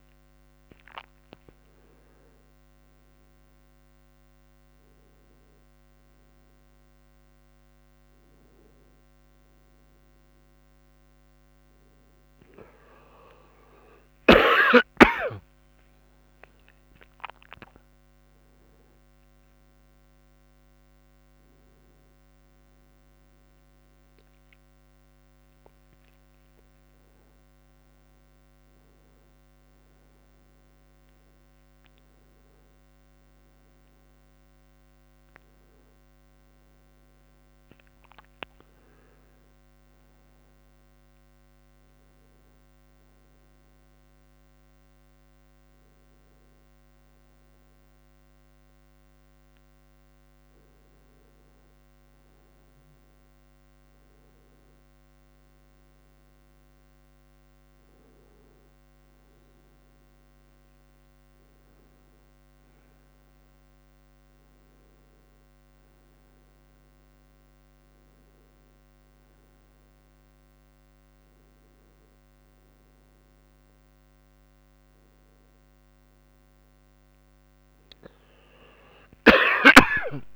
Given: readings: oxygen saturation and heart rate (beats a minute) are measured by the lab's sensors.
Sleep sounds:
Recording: a person awake in a sleep study, by a microphone on the trachea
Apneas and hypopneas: none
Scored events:
57.00-71.00 s: oxygen desaturation (device-marked, oxygen 98% before, 94% lowest, heart rate 80 before, 80 extreme)
From the record:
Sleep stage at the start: awake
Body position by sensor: on the right side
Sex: male

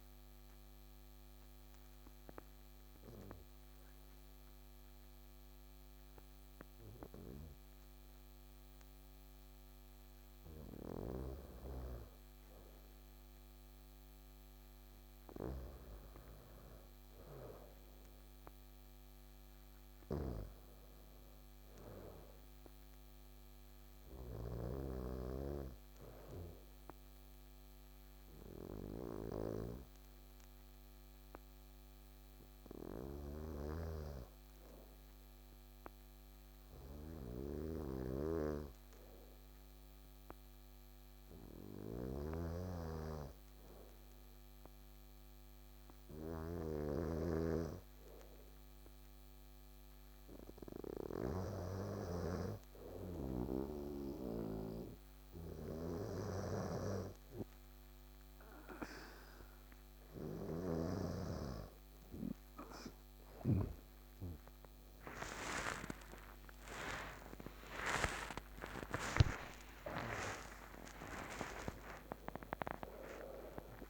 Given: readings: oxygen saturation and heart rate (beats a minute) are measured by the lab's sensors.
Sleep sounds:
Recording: breathing in sleep by a microphone on the trachea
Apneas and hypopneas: 2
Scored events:
1.00-12.00 s: obstructive apnea (oxygen 95% before, 93% lowest, heart rate 74 before, 64 extreme, up 6 after)
16.50-20.50 s: arousal
19.50-51.00 s: snoring (device-marked)
20.00-32.00 s: oxygen desaturation (device-marked, oxygen 98% before, 93% lowest, heart rate 67 before, 66 extreme)
26.50-58.50 s: obstructive apnea (oxygen 98% before, 92% lowest, heart rate 67 before, 66 extreme, up 6 after)
55.50-63.50 s: snoring (device-marked)
65.50-71.50 s: arousal
From the record:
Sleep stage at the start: N2 (light sleep)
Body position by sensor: on the back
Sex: male

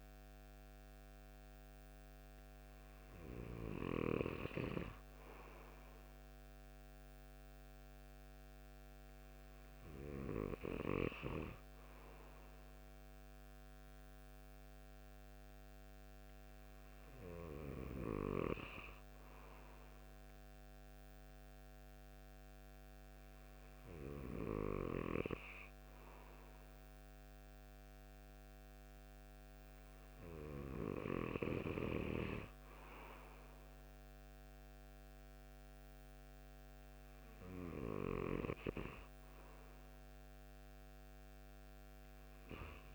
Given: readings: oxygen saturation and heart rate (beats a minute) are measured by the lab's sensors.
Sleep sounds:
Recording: breathing in sleep by a microphone on the trachea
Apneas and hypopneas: none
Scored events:
none scored
From the record:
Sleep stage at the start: N2 (light sleep)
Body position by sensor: on the right side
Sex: male

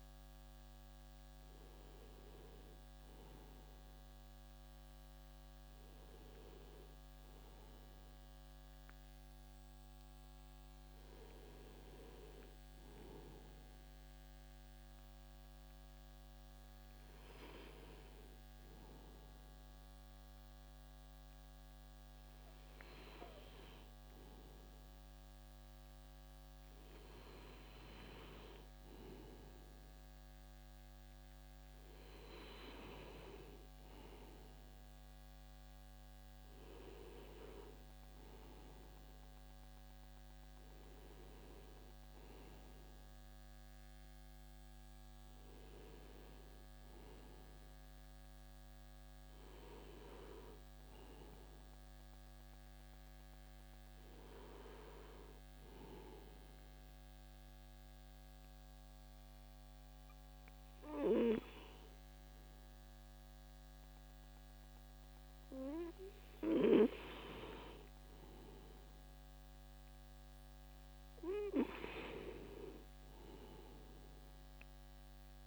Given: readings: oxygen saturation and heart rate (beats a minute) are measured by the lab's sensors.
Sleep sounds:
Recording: breathing in sleep by a microphone on the trachea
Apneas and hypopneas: 2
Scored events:
15.00-30.00 s: hypopnea (oxygen 98% before, 95% lowest, heart rate 73 before, 63 extreme, up 10 after)
33.00-38.00 s: arousal
56.50-67.00 s: mixed apnea (oxygen 97% before, 95% lowest, heart rate 76 before, 65 extreme, up 13 after)
71.00-75.47 s: arousal
From the record:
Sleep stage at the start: N2 (light sleep)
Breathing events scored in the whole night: 206 in 3.5 hours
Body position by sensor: on the back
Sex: male

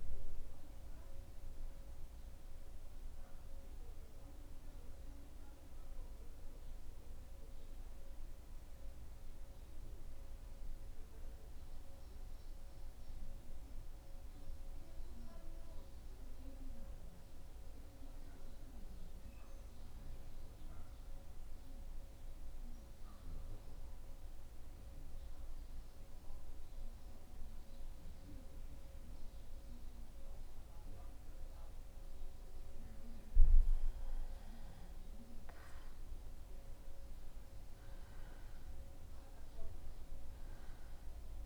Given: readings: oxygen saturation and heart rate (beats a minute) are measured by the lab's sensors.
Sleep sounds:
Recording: breathing in sleep, hard to hear, by a room microphone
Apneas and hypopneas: 1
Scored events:
6.00-34.50 s: mixed apnea (oxygen 98% before, 88% lowest, heart rate 77 before, 76 extreme, up 0 after)
24.50-41.46 s: oxygen desaturation (device-marked, oxygen 97% before, 88% lowest, heart rate 76 before, 74 extreme)
36.50-40.50 s: arousal
From the record:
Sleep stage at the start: N2 (light sleep)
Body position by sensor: on the back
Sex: male

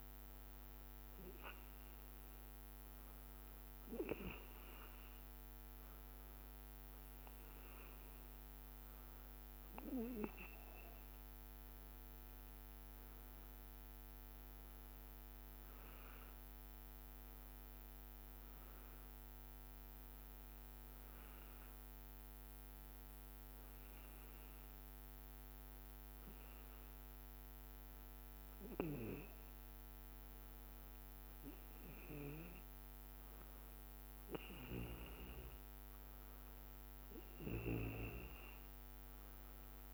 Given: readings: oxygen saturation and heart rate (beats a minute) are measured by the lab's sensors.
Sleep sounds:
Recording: breathing in sleep by a microphone on the trachea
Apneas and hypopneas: none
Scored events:
none scored
From the record:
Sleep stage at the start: N2 (light sleep)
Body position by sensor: on the back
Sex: male

